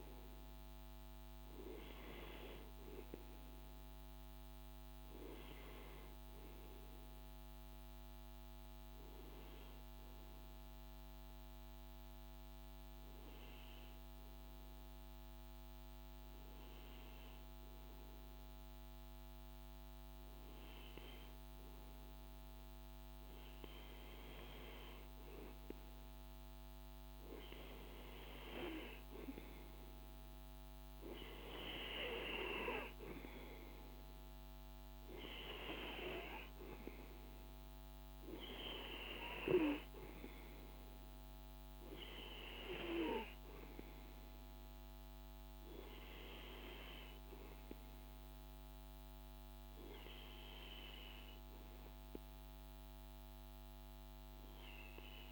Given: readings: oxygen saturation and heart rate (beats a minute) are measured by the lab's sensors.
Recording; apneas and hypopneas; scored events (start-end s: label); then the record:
breathing in sleep by a microphone on the trachea; 1
1.50-5.00 s: arousal
8.00-21.00 s: hypopnea (oxygen 96% before, 93% lowest, heart rate 53 before, 54 extreme, up 1 after)
23.00-26.50 s: arousal
27.50-50.50 s: oxygen desaturation (device-marked, oxygen 97% before, 93% lowest, heart rate 54 before, 53 extreme)
From the record:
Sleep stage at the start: N2 (light sleep); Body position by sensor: on the right side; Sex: male